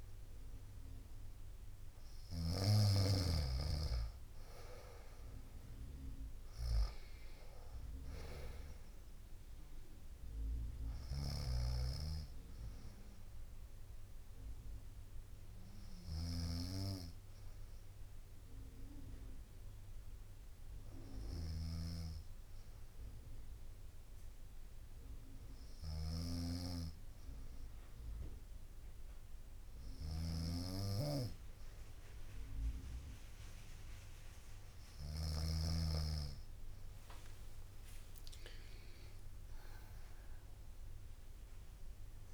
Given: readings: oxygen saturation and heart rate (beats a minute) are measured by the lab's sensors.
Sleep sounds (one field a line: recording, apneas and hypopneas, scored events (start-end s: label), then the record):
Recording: breathing in sleep by a room microphone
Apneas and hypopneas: 1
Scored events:
0.00-2.50 s: snoring (device-marked)
0.00-11.50 s: drop in pulse transit time (device-marked, heart rate 59 extreme)
10.50-35.00 s: snoring (device-marked)
15.00-31.50 s: hypopnea (oxygen 94% before, 91% lowest, heart rate 62 before, 57 extreme, up 10 after)
15.50-18.50 s: bradycardia (device-marked, heart rate 64 before, 60 extreme)
31.50-34.50 s: bradycardia (device-marked, heart rate 63 before, 60 extreme)
36.00-41.00 s: arousal
39.00-41.00 s: long interval between heartbeats (device-marked, heart rate 60 before, 70 extreme)
From the record:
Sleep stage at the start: N2 (light sleep)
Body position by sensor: on the right side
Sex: female